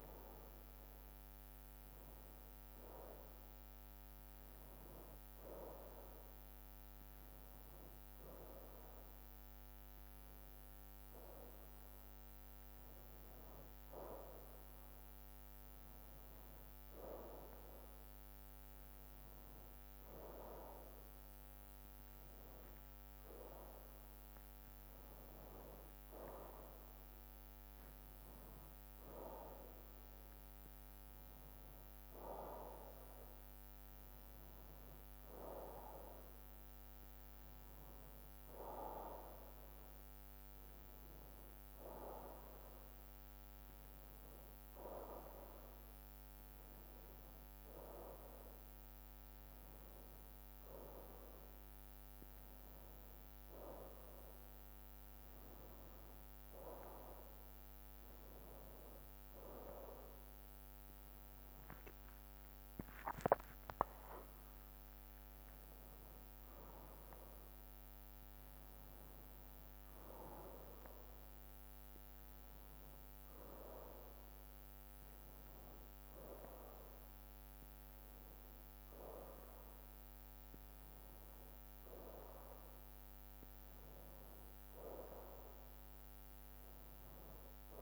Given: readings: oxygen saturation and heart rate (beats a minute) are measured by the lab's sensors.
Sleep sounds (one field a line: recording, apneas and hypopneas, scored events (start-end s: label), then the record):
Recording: a person awake in a sleep study, by a microphone on the trachea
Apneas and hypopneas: none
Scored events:
0.50-30.50 s: tachycardia (device-marked, heart rate 62 before, 220 extreme)
2.50-4.50 s: long interval between heartbeats (device-marked, heart rate 73 before, 89 extreme)
4.50-6.50 s: long interval between heartbeats (device-marked, heart rate 76 before, 124 extreme)
7.00-9.00 s: long interval between heartbeats (device-marked, heart rate 84 before, 153 extreme)
9.50-11.50 s: long interval between heartbeats (device-marked, heart rate 99 before, 192 extreme)
11.50-13.50 s: long interval between heartbeats (device-marked, heart rate 111 before, 207 extreme)
13.50-24.50 s: drop in pulse transit time (device-marked, heart rate 123 before, 195 extreme)
15.00-17.00 s: long interval between heartbeats (device-marked, heart rate 128 before, 208 extreme)
17.00-19.00 s: long interval between heartbeats (device-marked, heart rate 141 before, 195 extreme)
19.00-21.00 s: long interval between heartbeats (device-marked, heart rate 154 before, 197 extreme)
22.00-24.00 s: long interval between heartbeats (device-marked, heart rate 174 before, 207 extreme)
25.50-27.50 s: long interval between heartbeats (device-marked, heart rate 197 before, 209 extreme)
27.50-29.50 s: long interval between heartbeats (device-marked)
30.00-32.00 s: long interval between heartbeats (device-marked)
30.50 s: drop in pulse transit time (device-marked)
32.50-35.50 s: bradycardia (device-marked, heart rate 77 before, 70 extreme)
From the record:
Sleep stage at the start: awake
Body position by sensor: on the right side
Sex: male